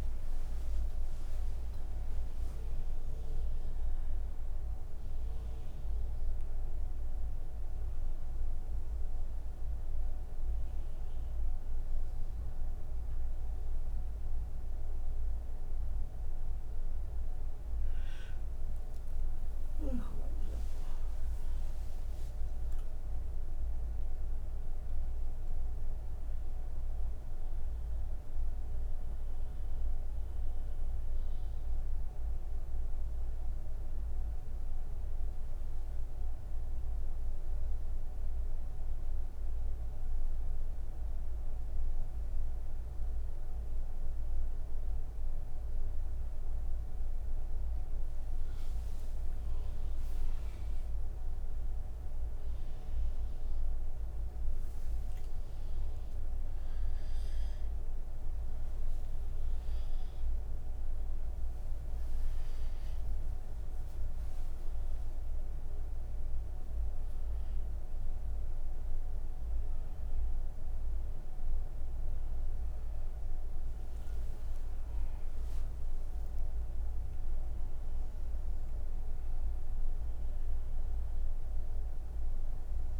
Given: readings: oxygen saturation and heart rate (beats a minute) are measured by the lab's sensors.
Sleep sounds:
breathing in sleep, hard to hear, by a room microphone; 1
10.00-27.00 s: oxygen desaturation (device-marked, oxygen 97% before, 94% lowest)
27.50-47.50 s: obstructive apnea (oxygen 98% before, 95% lowest)
28.00-83.00 s: new sleep stage, N1 (lightest sleep)
From the record:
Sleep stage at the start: N3 (deep sleep); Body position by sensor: on the back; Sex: female

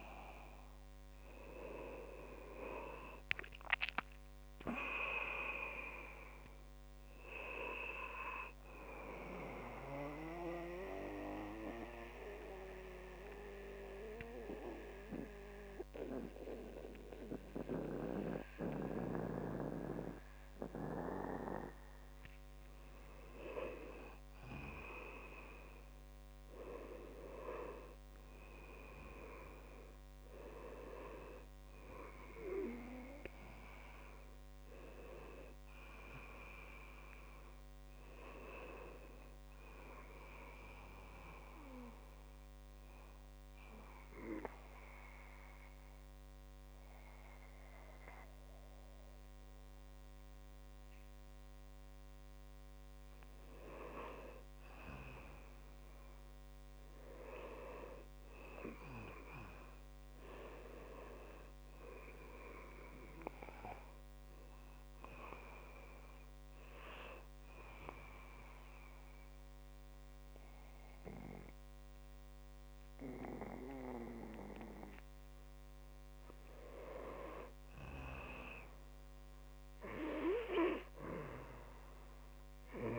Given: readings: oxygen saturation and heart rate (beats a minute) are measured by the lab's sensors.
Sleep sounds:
breathing in sleep by a microphone on the trachea; 3
4.50-7.50 s: arousal
9.50-23.00 s: central apnea (oxygen 100% before, 94% lowest, heart rate 68 before, 59 extreme, up 0 after)
11.00-82.99 s: new sleep stage, N2 (light sleep)
26.50-31.50 s: arousal
28.00-45.00 s: oxygen desaturation (device-marked, oxygen 99% before, 94% lowest, heart rate 69 before, 59 extreme)
44.00-54.50 s: obstructive apnea (oxygen 99% before, 94% lowest, heart rate 62 before, 59 extreme, up 0 after)
56.50-61.00 s: arousal
65.00-75.00 s: oxygen desaturation (device-marked, oxygen 99% before, 95% lowest, heart rate 63 before, 60 extreme)
67.50-77.50 s: mixed apnea (oxygen 99% before, 94% lowest, heart rate 63 before, 60 extreme, up 0 after)
79.00-82.99 s: arousal
From the record:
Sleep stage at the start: N1 (lightest sleep); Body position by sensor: on the back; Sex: male

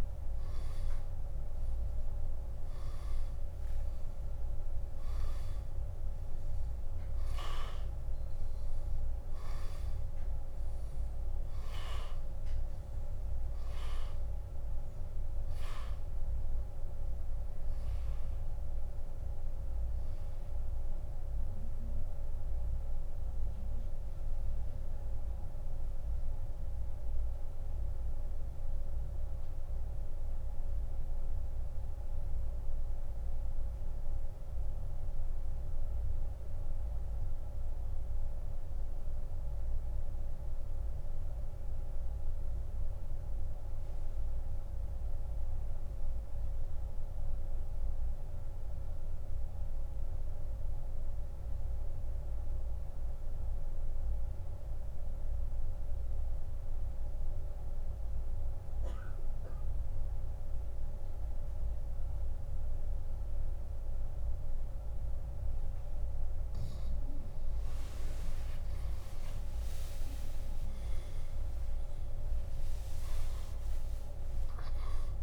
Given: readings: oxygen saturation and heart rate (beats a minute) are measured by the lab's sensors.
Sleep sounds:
breathing in sleep, hard to hear, by a room microphone; 1
0.00-1.00 s: arousal
24.50-65.50 s: mixed apnea (oxygen 100% before, 86% lowest, heart rate 79 before, 59 extreme, up 36 after)
29.50-61.50 s: oxygen desaturation (device-marked, oxygen 96% before, 86% lowest, heart rate 74 before, 59 extreme)
69.00-73.50 s: arousal
From the record:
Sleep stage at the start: N2 (light sleep); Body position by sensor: on the back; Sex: male

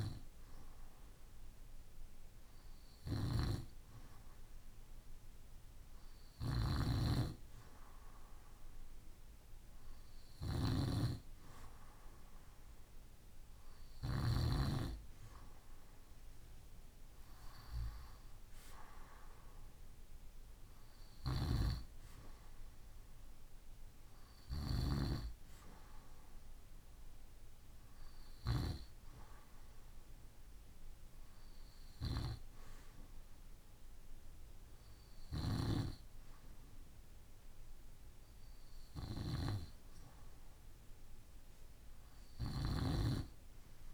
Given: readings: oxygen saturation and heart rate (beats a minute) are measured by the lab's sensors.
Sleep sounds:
breathing in sleep by a room microphone; none
2.00-13.50 s: snoring (device-marked)
20.50-24.00 s: snoring (device-marked)
34.50-43.93 s: snoring (device-marked)
From the record:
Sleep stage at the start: REM sleep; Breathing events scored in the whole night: 54 in 5.5 hours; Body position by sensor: on the right side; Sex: male

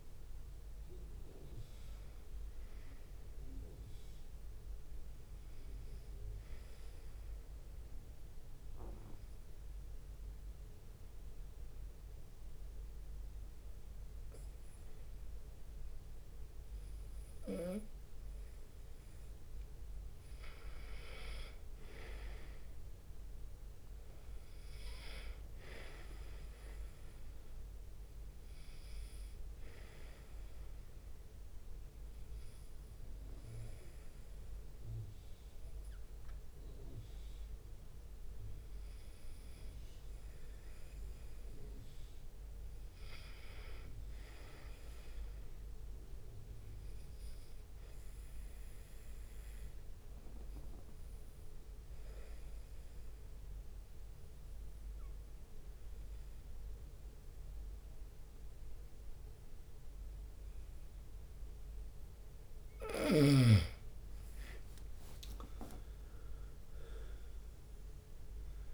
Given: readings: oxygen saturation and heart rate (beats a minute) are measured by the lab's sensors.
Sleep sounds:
breathing in sleep by a room microphone; 2
0.00-4.50 s: arousal
5.00-13.00 s: leg movement (device-marked)
8.00-20.00 s: obstructive apnea (oxygen 96% before, 91% lowest, heart rate 76 before, 69 extreme, up 1 after)
19.50-26.00 s: leg movement (device-marked)
23.00-27.50 s: arousal
30.00-43.00 s: oxygen desaturation (device-marked, oxygen 94% before, 91% lowest, heart rate 70 before, 70 extreme)
44.50-47.00 s: leg movement (device-marked)
47.00-62.50 s: obstructive apnea (oxygen 95% before, 89% lowest, heart rate 71 before, 69 extreme, up 5 after)
52.50-55.50 s: leg movement (device-marked)
57.50-59.00 s: leg movement (device-marked)
63.50-68.00 s: leg movement (device-marked)
63.50-68.50 s: arousal
From the record:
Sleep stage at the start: N2 (light sleep); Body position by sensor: on the right side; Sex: male

